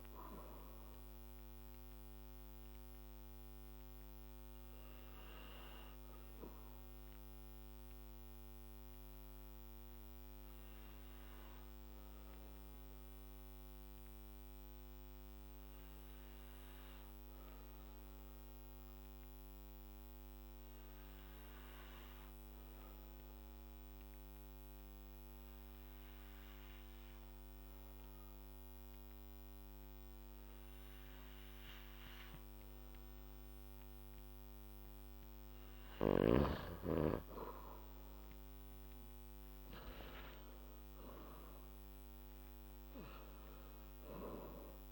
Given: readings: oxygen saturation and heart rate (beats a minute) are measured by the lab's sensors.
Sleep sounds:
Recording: breathing in sleep by a microphone on the trachea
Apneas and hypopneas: 1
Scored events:
3.00-36.00 s: obstructive apnea (oxygen 98% before, 88% lowest, heart rate 63 before, 55 extreme, up 8 after)
4.50-17.50 s: oxygen desaturation (device-marked, oxygen 95% before, 90% lowest, heart rate 63 before, 59 extreme)
25.50-44.92 s: new sleep stage, N1 (lightest sleep)
37.50-44.92 s: oxygen desaturation (device-marked, oxygen 98% before, 88% lowest, heart rate 60 before, 55 extreme)
From the record:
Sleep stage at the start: N2 (light sleep)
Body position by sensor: on the back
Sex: male

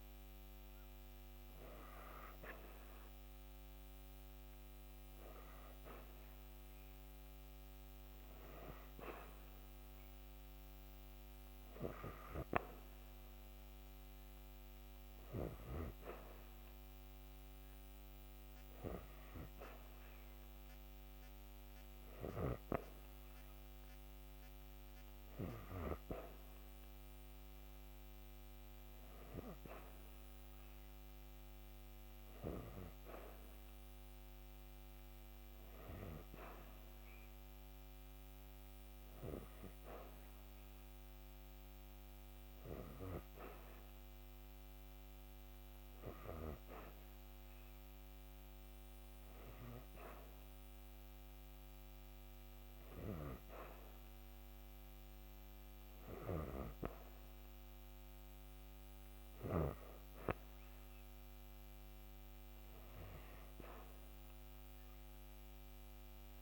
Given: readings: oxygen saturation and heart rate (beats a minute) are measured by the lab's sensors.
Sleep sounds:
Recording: breathing in sleep by a microphone on the trachea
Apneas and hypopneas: none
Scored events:
none scored
From the record:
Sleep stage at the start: N3 (deep sleep)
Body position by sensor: on the back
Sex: female

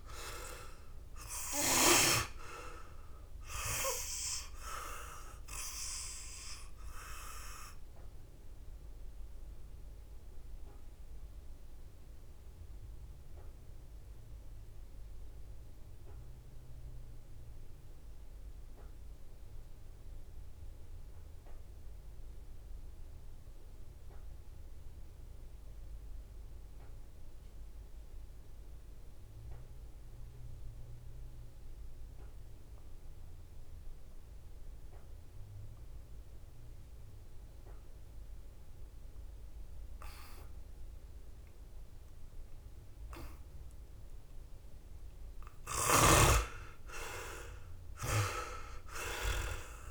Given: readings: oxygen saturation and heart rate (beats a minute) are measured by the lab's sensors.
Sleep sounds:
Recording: breathing in sleep by a room microphone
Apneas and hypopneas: 1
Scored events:
0.00-2.00 s: snoring (device-marked)
0.00-2.50 s: arousal
0.00-23.50 s: oxygen desaturation (device-marked, oxygen 73% lowest, heart rate 65 extreme)
4.50-44.50 s: obstructive apnea (oxygen 98% before, 67% lowest, heart rate 69 before, 65 extreme, up 11 after)
30.50-49.91 s: oxygen desaturation (device-marked, oxygen 98% before, 72% lowest, heart rate 67 before, 64 extreme)
46.00-49.50 s: arousal
From the record:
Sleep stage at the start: N2 (light sleep)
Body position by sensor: on the back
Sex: male

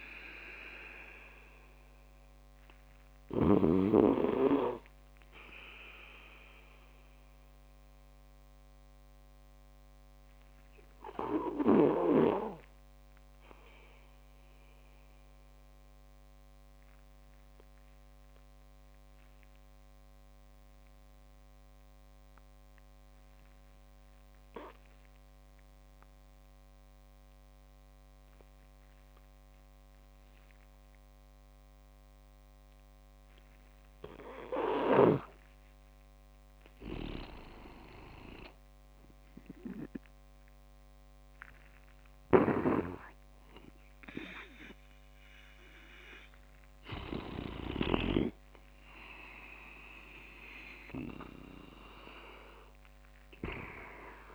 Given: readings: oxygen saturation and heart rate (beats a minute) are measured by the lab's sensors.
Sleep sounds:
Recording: breathing in sleep by a microphone on the trachea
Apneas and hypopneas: 1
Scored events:
0.00-4.00 s: oxygen desaturation (device-marked, oxygen 92% lowest)
0.00-4.00 s: snoring (device-marked)
6.00-21.00 s: oxygen desaturation (device-marked, oxygen 95% before, 88% lowest)
15.00-34.00 s: obstructive apnea (oxygen 95% before, 90% lowest)
20.50-21.50 s: leg movement (device-marked)
36.00-39.00 s: arousal
40.00-53.00 s: oxygen desaturation (device-marked, oxygen 98% before, 95% lowest)
42.50-47.50 s: snoring (device-marked)
From the record:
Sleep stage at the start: N2 (light sleep)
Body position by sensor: on the back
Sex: male

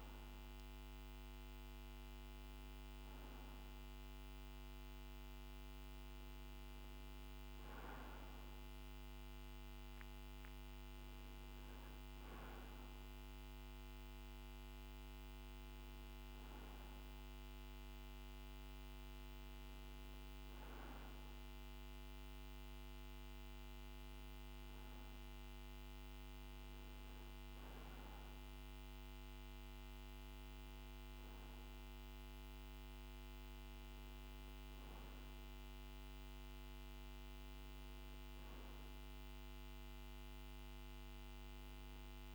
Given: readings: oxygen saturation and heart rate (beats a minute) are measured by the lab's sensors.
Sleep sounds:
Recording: a person partly awake in a sleep study, hard to hear, by a microphone on the trachea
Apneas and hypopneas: none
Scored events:
5.00-42.35 s: new sleep stage, N1 (lightest sleep)
From the record:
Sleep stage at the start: awake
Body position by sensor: on the right side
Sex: male

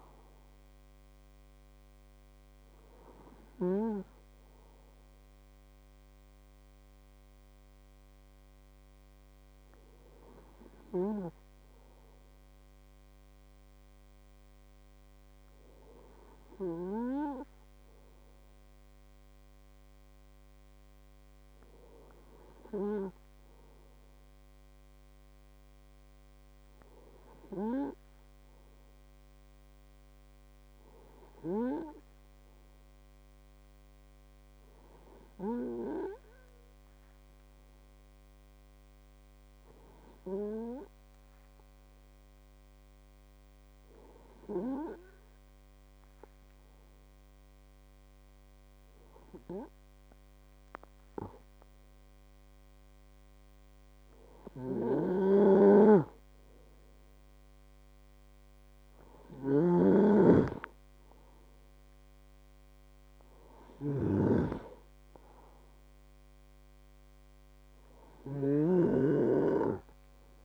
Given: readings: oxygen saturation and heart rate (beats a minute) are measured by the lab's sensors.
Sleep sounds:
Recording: breathing in sleep by a microphone on the trachea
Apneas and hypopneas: 1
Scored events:
0.00-18.00 s: oxygen desaturation (device-marked, oxygen 92% lowest, heart rate 49 extreme)
34.00-57.00 s: hypopnea (oxygen 99% before, 95% lowest, heart rate 124 before, 44 extreme, up 1 after)
59.50-62.00 s: arousal
59.50-69.00 s: snoring (device-marked)
From the record:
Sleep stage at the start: N2 (light sleep)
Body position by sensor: on the right side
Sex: male

